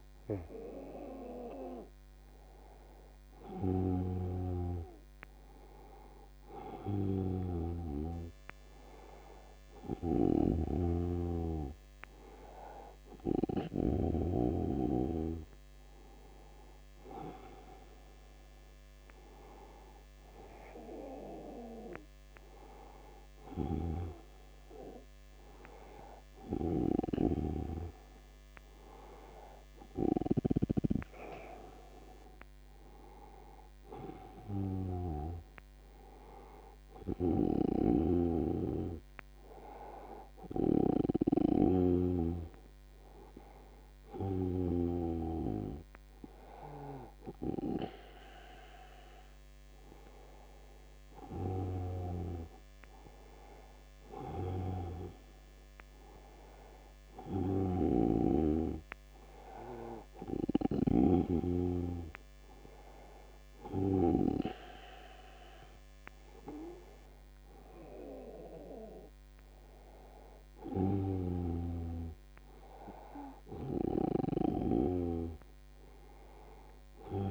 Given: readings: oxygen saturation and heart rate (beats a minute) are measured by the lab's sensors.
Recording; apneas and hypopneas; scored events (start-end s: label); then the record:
breathing in sleep by a microphone on the trachea; none
none scored
From the record:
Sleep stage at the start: N2 (light sleep); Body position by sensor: on the back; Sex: male